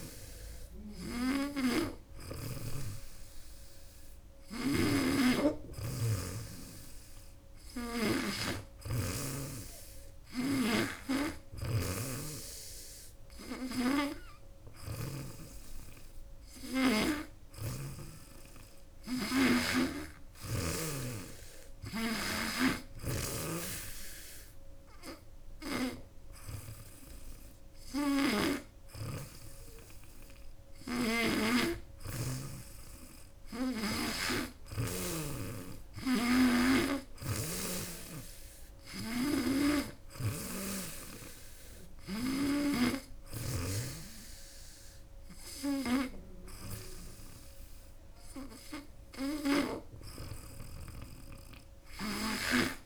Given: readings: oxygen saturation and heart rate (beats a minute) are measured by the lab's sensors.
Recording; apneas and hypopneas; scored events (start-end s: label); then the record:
breathing in sleep by a room microphone; none
0.00-2.00 s: snoring (device-marked)
4.00-8.00 s: snoring (device-marked)
10.00-15.00 s: snoring (device-marked)
17.00-20.50 s: snoring (device-marked)
22.50-29.00 s: snoring (device-marked)
36.00-39.50 s: snoring (device-marked)
51.50-52.86 s: snoring (device-marked)
From the record:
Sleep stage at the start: N2 (light sleep); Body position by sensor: on the back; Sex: female